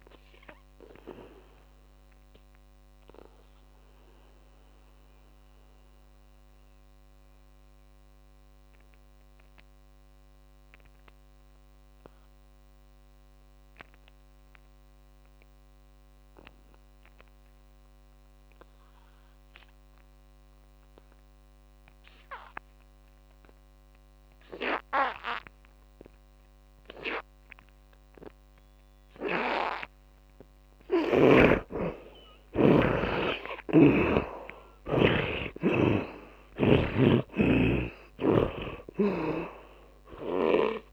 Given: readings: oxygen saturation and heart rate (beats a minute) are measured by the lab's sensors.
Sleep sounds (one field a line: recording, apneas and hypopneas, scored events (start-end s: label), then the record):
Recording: breathing in sleep by a microphone on the trachea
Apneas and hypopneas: 1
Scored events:
0.00-17.00 s: oxygen desaturation (device-marked, oxygen 76% lowest)
3.00-31.00 s: mixed apnea (oxygen 100% before, 76% lowest)
30.00-40.93 s: oxygen desaturation (device-marked, oxygen 100% before, 77% lowest)
33.00-37.50 s: arousal
From the record:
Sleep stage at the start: N2 (light sleep)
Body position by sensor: on the back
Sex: male